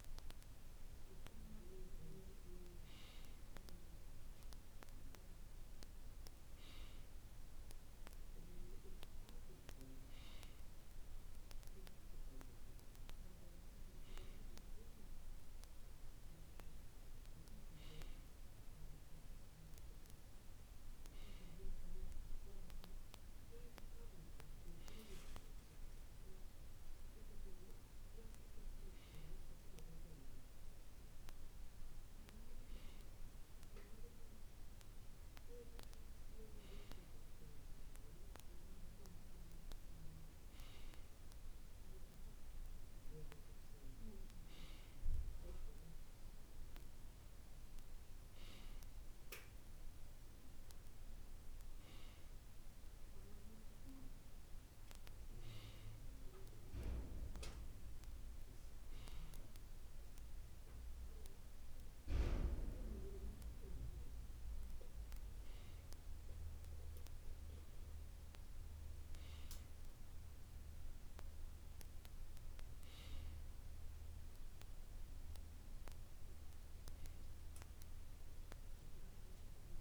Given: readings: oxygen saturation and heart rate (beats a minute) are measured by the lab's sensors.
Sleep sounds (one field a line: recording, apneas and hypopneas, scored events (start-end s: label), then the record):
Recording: breathing in sleep by a room microphone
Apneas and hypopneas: none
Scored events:
none scored
From the record:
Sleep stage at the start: N2 (light sleep)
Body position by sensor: on the right side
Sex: male